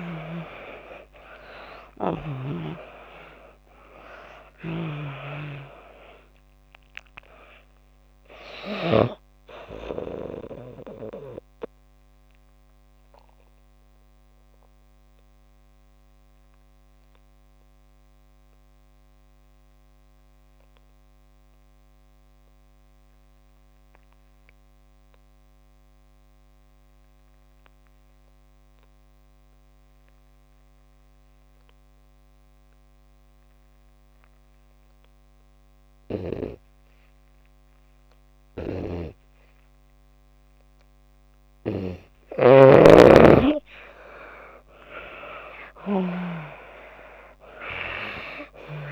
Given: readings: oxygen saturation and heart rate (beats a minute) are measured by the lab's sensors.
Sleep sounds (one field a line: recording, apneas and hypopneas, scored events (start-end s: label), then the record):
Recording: breathing in sleep by a microphone on the trachea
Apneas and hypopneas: 1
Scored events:
0.00-1.50 s: arousal
0.00-33.00 s: oxygen desaturation (device-marked, oxygen 79% lowest)
10.50-38.00 s: obstructive apnea (oxygen 97% before, 79% lowest)
41.00-48.92 s: oxygen desaturation (device-marked, oxygen 98% before, 83% lowest)
42.00-45.50 s: arousal
From the record:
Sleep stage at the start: N2 (light sleep)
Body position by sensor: on the back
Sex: female